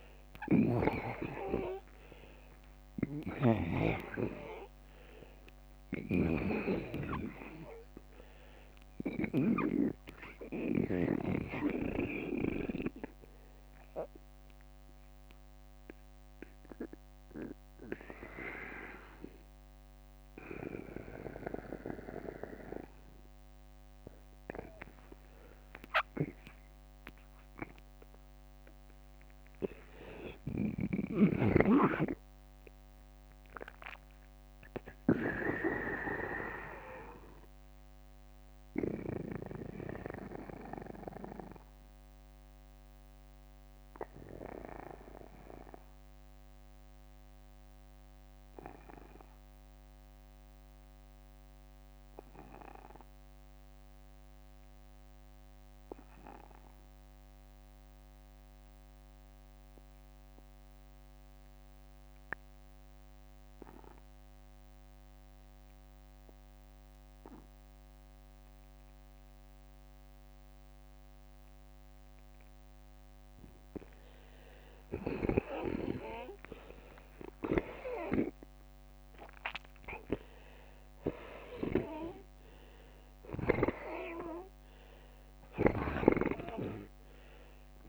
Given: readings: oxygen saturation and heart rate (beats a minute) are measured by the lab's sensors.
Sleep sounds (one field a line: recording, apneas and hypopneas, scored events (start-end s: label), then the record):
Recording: breathing in sleep by a microphone on the trachea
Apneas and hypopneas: 2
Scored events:
0.00-9.00 s: snoring (device-marked)
2.50-37.50 s: oxygen desaturation (device-marked, oxygen 92% before, 84% lowest, heart rate 84 before, 44 extreme)
14.00-27.50 s: mixed apnea (oxygen 94% before, 84% lowest, heart rate 94 before, 48 extreme, up 7 after)
29.50-33.50 s: arousal
35.00-37.00 s: long interval between heartbeats (device-marked, heart rate 64 before, 65 extreme)
38.00-73.50 s: obstructive apnea (oxygen 94% before, 75% lowest, heart rate 64 before, 44 extreme, up 14 after)
40.00-42.00 s: long interval between heartbeats (device-marked, heart rate 64 before, 65 extreme)
77.00-79.00 s: long interval between heartbeats (device-marked, heart rate 54 before, 61 extreme)
77.00-81.50 s: arousal
From the record:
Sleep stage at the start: N2 (light sleep)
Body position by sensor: on the back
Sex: male